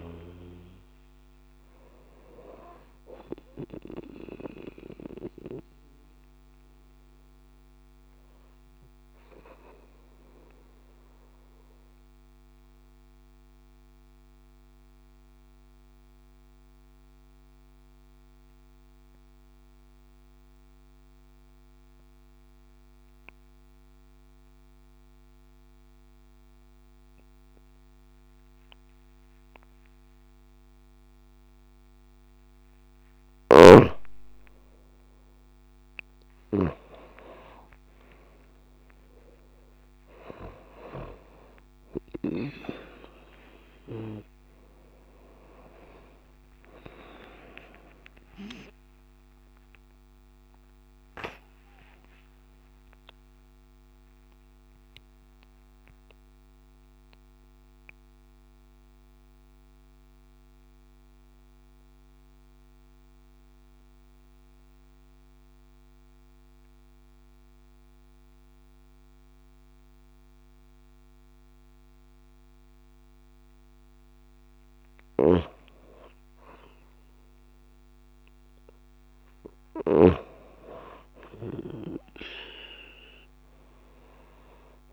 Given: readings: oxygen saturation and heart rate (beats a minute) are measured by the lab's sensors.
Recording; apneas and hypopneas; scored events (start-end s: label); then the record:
breathing in sleep by a microphone on the trachea; 2
0.00-23.50 s: oxygen desaturation (device-marked, oxygen 92% lowest)
9.50-32.00 s: mixed apnea (oxygen 95% before, 90% lowest)
36.00-41.00 s: arousal
37.50-66.50 s: oxygen desaturation (device-marked, oxygen 96% before, 90% lowest)
53.50-73.50 s: central apnea (oxygen 96% before, 90% lowest)
77.00-80.50 s: arousal
From the record:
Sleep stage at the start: N2 (light sleep); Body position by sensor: on the back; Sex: female